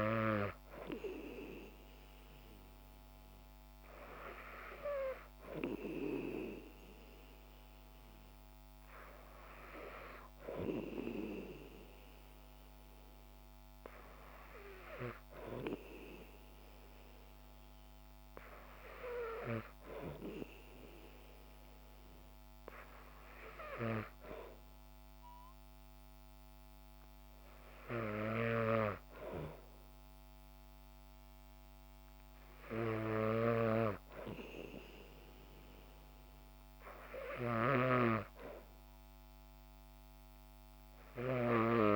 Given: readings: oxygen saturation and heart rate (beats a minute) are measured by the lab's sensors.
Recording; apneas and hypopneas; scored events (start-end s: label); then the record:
breathing in sleep by a microphone on the trachea; none
37.50-41.96 s: snoring (device-marked)
From the record:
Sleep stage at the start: N2 (light sleep); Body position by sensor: on the back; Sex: female